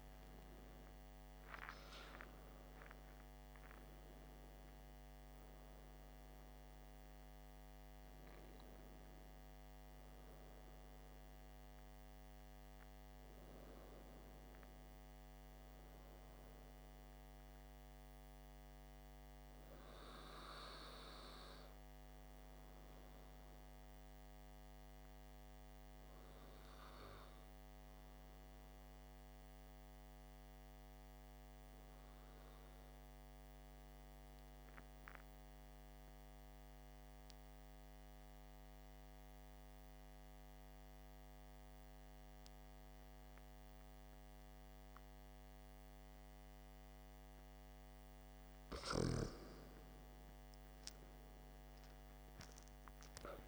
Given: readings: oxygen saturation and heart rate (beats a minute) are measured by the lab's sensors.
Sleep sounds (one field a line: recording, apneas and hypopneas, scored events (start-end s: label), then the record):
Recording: breathing in sleep, hard to hear, by a microphone on the trachea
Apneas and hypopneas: 1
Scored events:
0.00-2.50 s: arousal
34.50-47.00 s: obstructive apnea (oxygen 96% before, 94% lowest, heart rate 54 before, 50 extreme, up 13 after)
50.50-53.48 s: arousal
From the record:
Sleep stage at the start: N2 (light sleep)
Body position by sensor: on the back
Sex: male